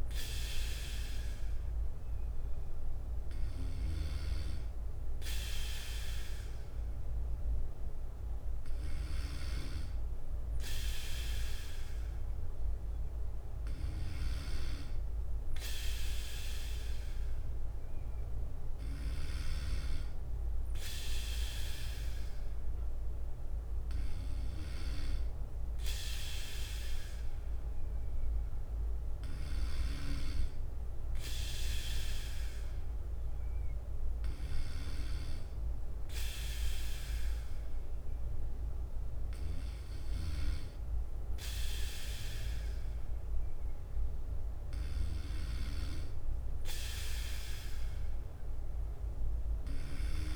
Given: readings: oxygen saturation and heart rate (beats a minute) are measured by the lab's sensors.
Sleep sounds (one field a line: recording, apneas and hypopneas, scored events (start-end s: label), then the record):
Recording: breathing in sleep by a room microphone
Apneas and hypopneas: none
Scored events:
0.00-26.50 s: bradycardia (device-marked, heart rate 57 extreme)
31.50-42.50 s: bradycardia (device-marked, heart rate 59 before, 57 extreme)
45.50-47.50 s: bradycardia (device-marked, heart rate 59 before, 60 extreme)
From the record:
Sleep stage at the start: N2 (light sleep)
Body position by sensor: on the back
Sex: male